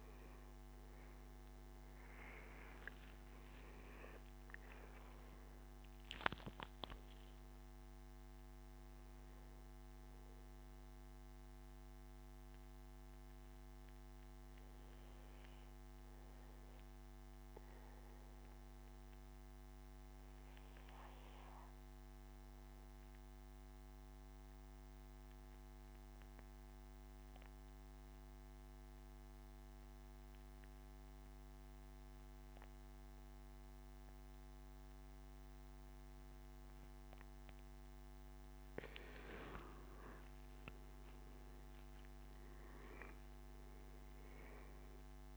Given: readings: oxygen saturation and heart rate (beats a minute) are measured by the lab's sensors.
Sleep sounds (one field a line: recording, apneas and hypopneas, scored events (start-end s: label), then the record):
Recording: breathing in sleep by a microphone on the trachea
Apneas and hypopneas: 1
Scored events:
0.00-13.50 s: oxygen desaturation (device-marked, oxygen 92% lowest, heart rate 69 extreme)
13.00-37.50 s: obstructive apnea (oxygen 97% before, 91% lowest, heart rate 84 before, 66 extreme, up 9 after)
34.50-45.37 s: oxygen desaturation (device-marked, oxygen 98% before, 91% lowest, heart rate 74 before, 66 extreme)
39.00-43.50 s: arousal
From the record:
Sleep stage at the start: N2 (light sleep)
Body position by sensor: on the back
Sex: male